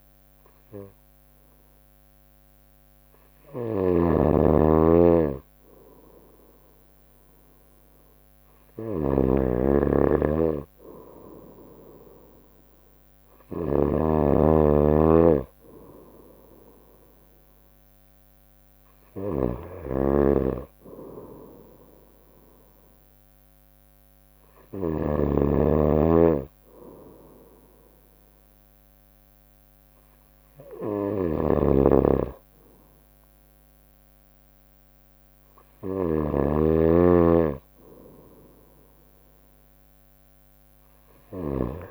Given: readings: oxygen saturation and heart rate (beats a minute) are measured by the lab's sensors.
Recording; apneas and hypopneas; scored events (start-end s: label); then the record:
breathing in sleep by a microphone on the trachea; none
0.00-1.50 s: bradycardia (device-marked, heart rate 61 extreme)
3.50-25.00 s: snoring (device-marked)
31.00-41.91 s: snoring (device-marked)
40.50-41.91 s: arousal
From the record:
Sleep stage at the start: N2 (light sleep); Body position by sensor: on the right side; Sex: female